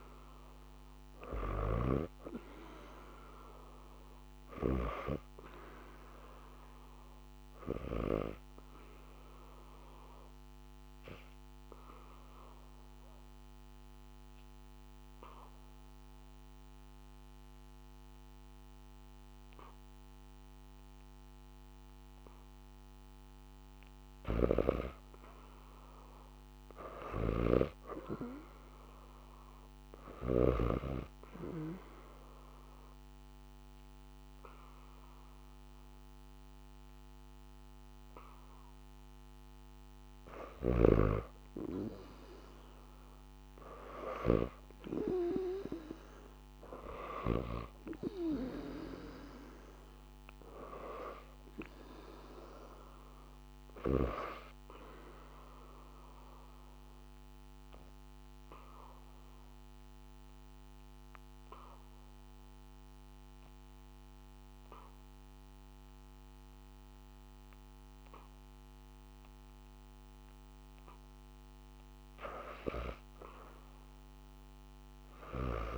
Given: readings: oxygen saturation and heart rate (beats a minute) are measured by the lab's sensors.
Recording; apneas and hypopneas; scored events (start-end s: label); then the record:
breathing in sleep by a microphone on the trachea; 3
1.00-4.50 s: snoring (device-marked)
1.00-8.00 s: oxygen desaturation (device-marked, oxygen 95% before, 92% lowest, heart rate 78 before, 74 extreme)
9.50-23.00 s: obstructive apnea (oxygen 96% before, 86% lowest, heart rate 79 before, 74 extreme, up 0 after)
13.00-18.00 s: oxygen desaturation (device-marked, oxygen 93% before, 86% lowest, heart rate 80 before, 74 extreme)
23.50-30.00 s: snoring (device-marked)
24.50-27.50 s: arousal
30.50-40.50 s: obstructive apnea (oxygen 100% before, 83% lowest, heart rate 77 before, 77 extreme, up 4 after)
31.00-44.00 s: oxygen desaturation (device-marked, oxygen 100% before, 86% lowest, heart rate 77 before, 76 extreme)
40.00-47.00 s: snoring (device-marked)
43.50-47.00 s: arousal
49.00-59.00 s: oxygen desaturation (device-marked, oxygen 95% before, 90% lowest, heart rate 78 before, 71 extreme)
55.00-70.00 s: obstructive apnea (oxygen 99% before, 83% lowest, heart rate 79 before, 71 extreme)
72.00-75.50 s: arousal
From the record:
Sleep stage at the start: N2 (light sleep); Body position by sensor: on the back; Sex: female